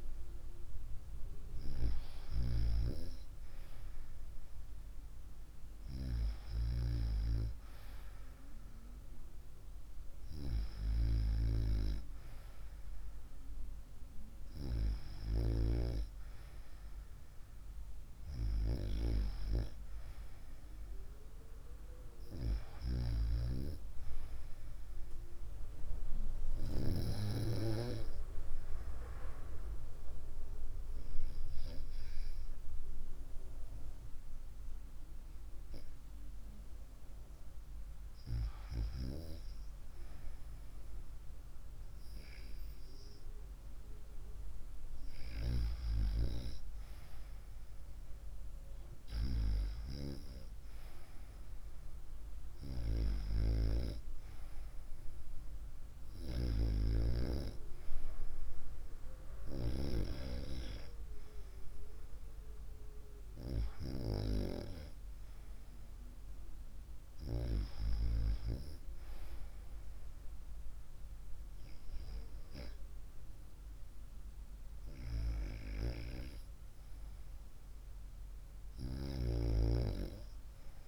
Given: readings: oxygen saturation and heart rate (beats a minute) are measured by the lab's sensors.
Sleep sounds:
breathing in sleep by a room microphone; 1
17.00-21.50 s: arousal
27.00-38.00 s: hypopnea (oxygen 95% before, 93% lowest, heart rate 70 before, 64 extreme, up 2 after)
40.50-43.50 s: arousal
From the record:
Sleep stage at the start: REM sleep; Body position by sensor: on the right side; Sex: female

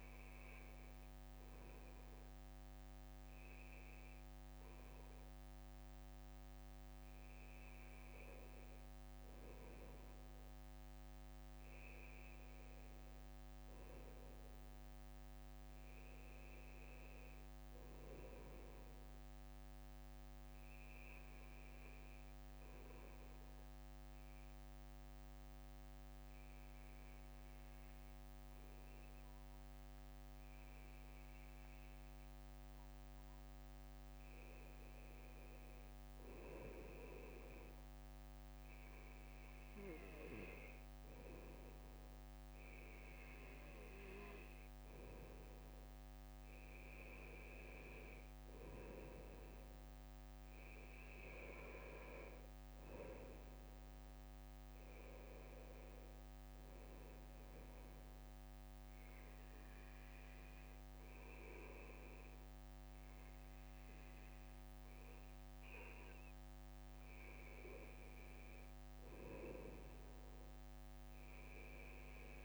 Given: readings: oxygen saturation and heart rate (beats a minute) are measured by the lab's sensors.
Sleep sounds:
breathing in sleep by a microphone on the trachea; 2
10.50-14.00 s: arousal
18.00-32.00 s: obstructive apnea (oxygen 98% before, 95% lowest, heart rate 62 before, 61 extreme, up 2 after)
34.50-38.50 s: arousal
50.50-54.00 s: arousal
57.00-67.00 s: obstructive apnea (oxygen 97% before, 95% lowest, heart rate 63 before, 62 extreme, up 1 after)
69.00-72.45 s: arousal
From the record:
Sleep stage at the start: N2 (light sleep); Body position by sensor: on the right side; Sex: male

